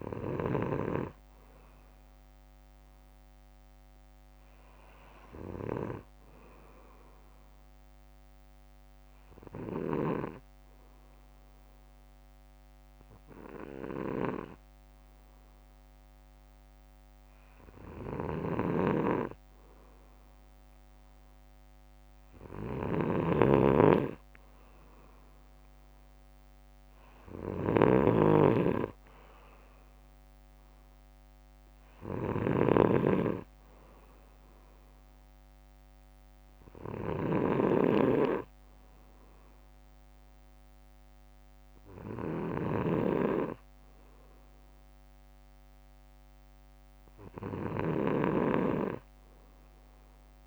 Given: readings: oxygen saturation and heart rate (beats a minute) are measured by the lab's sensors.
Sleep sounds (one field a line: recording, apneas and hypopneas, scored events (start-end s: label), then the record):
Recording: breathing in sleep by a microphone on the trachea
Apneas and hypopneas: 1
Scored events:
8.50-19.50 s: obstructive apnea (oxygen 95% before, 93% lowest, heart rate 62 before, 50 extreme, up 1 after)
18.00-50.47 s: snoring (device-marked)
18.50-20.50 s: bradycardia (device-marked, heart rate 63 before, 59 extreme)
22.50-25.50 s: arousal
26.50-33.50 s: bradycardia (device-marked, heart rate 63 before, 50 extreme)
34.50-37.50 s: bradycardia (device-marked, heart rate 63 before, 55 extreme)
43.50-45.50 s: bradycardia (device-marked, heart rate 62 before, 62 extreme)
From the record:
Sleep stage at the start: N2 (light sleep)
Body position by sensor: on the back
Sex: male